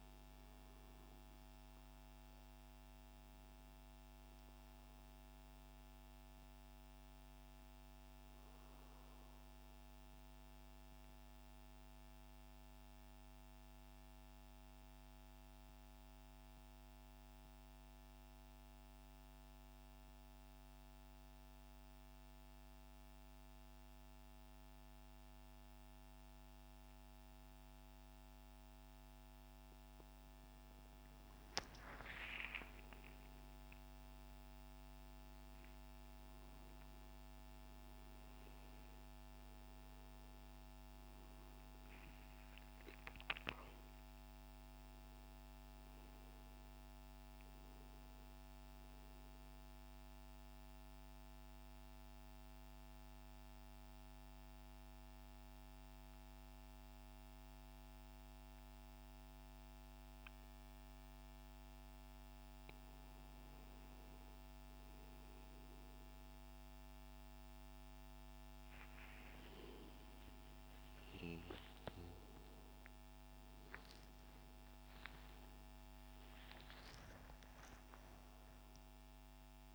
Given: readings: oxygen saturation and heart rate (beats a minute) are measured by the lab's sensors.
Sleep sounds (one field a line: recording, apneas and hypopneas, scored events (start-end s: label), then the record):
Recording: breathing in sleep, hard to hear, by a microphone on the trachea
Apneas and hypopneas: 2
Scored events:
0.00-15.50 s: oxygen desaturation (device-marked, oxygen 91% lowest, heart rate 59 extreme)
10.00-29.00 s: central apnea (oxygen 97% before, 91% lowest, heart rate 107 before, 59 extreme, up 9 after)
30.50-35.00 s: arousal
50.50-63.50 s: central apnea (oxygen 99% before, 95% lowest, heart rate 125 before, 89 extreme, up 1 after)
70.00-76.50 s: arousal
From the record:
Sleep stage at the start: N2 (light sleep)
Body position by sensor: on the right side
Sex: male